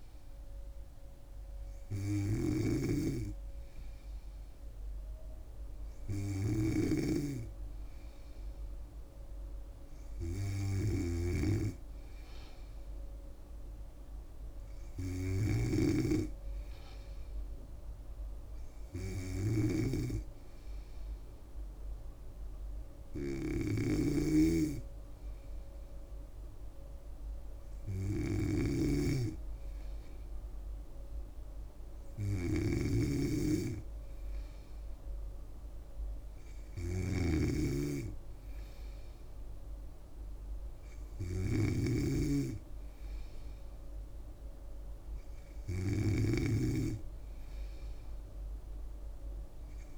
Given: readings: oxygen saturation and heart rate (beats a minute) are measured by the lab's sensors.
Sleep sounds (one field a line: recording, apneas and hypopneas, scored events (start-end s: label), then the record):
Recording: breathing in sleep by a room microphone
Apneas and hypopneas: none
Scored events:
0.00-49.98 s: snoring (device-marked)
From the record:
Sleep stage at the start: N3 (deep sleep)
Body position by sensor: on the back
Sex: female